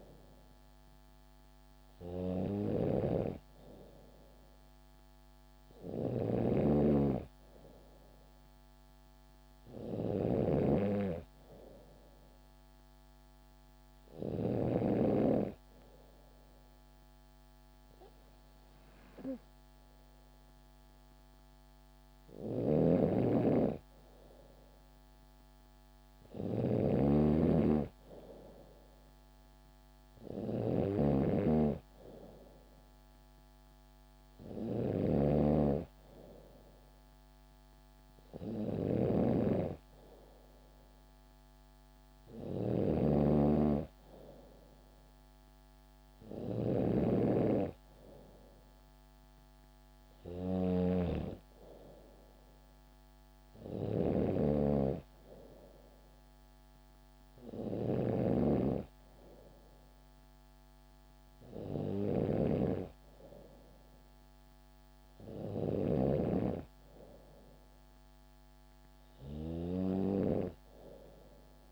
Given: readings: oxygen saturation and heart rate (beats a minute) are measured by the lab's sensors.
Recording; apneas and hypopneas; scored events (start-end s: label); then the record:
breathing in sleep by a microphone on the trachea; none
0.00-14.00 s: snoring (device-marked)
22.00-65.50 s: snoring (device-marked)
From the record:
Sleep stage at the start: N3 (deep sleep); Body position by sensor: on the back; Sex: female